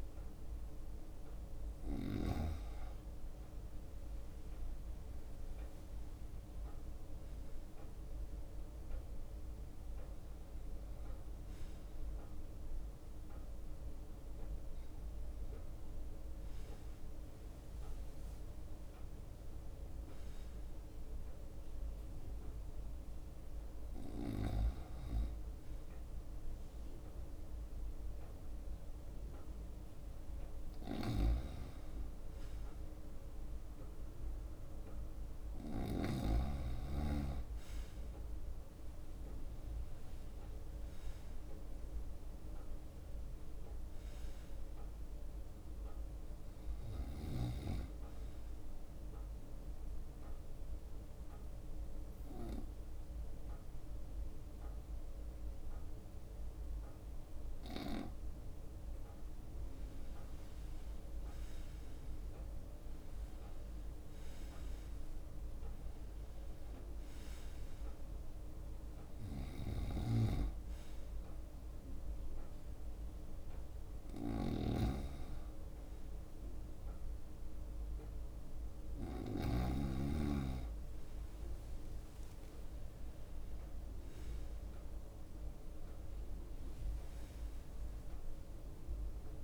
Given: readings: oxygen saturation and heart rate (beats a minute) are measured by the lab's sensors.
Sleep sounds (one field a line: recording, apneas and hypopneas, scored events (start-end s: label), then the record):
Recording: breathing in sleep by a room microphone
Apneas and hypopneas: 1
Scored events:
0.00-5.50 s: oxygen desaturation (device-marked, oxygen 92% lowest, heart rate 66 extreme)
0.00-6.50 s: drop in pulse transit time (device-marked, heart rate 67 extreme)
1.00-9.00 s: leg movement (device-marked)
9.00-16.50 s: leg movement (device-marked)
16.50-21.50 s: leg movement (device-marked)
23.50-27.50 s: leg movement (device-marked)
39.00-44.50 s: leg movement (device-marked)
39.50-44.00 s: arousal
45.50-49.00 s: leg movement (device-marked)
48.00-60.50 s: obstructive apnea (oxygen 98% before, 94% lowest, heart rate 67 before, 65 extreme, up 7 after)
59.50-67.50 s: leg movement (device-marked)
62.50-66.00 s: arousal
70.00-80.00 s: snoring (device-marked)
81.50-86.00 s: leg movement (device-marked)
From the record:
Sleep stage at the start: N2 (light sleep)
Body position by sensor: on the right side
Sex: male